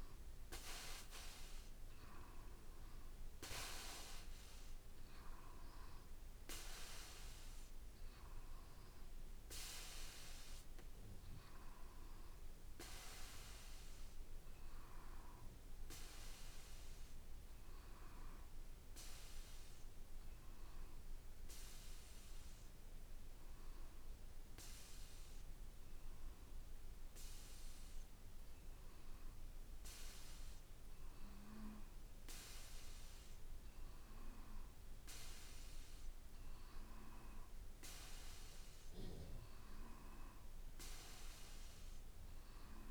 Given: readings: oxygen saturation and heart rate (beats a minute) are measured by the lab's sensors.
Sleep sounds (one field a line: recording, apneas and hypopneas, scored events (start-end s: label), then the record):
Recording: breathing in sleep by a room microphone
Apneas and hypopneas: none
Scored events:
none scored
From the record:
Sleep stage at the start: N2 (light sleep)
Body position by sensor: on the back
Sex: male